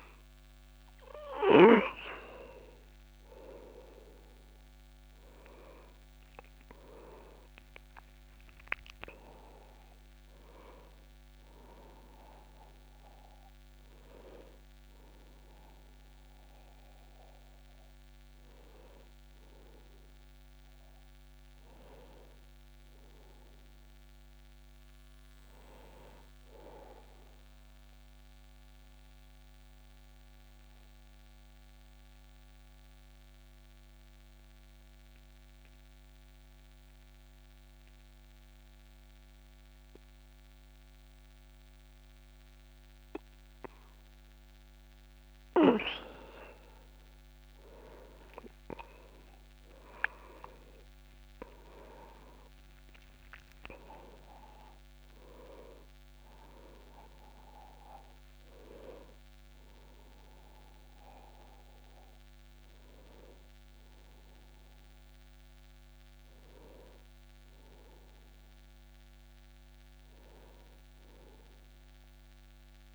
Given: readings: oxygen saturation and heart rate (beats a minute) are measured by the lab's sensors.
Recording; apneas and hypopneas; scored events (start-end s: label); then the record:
breathing in sleep by a microphone on the trachea; 1
4.00-16.00 s: oxygen desaturation (device-marked, oxygen 98% before, 94% lowest, heart rate 54 before, 26 extreme)
21.00-24.00 s: arousal
27.00-45.00 s: obstructive apnea (oxygen 98% before, 91% lowest, heart rate 53 before, 26 extreme, up 34 after)
46.00-71.00 s: oxygen desaturation (device-marked, oxygen 98% before, 91% lowest)
47.00-51.50 s: arousal
From the record:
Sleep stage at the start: N2 (light sleep); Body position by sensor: on the back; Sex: male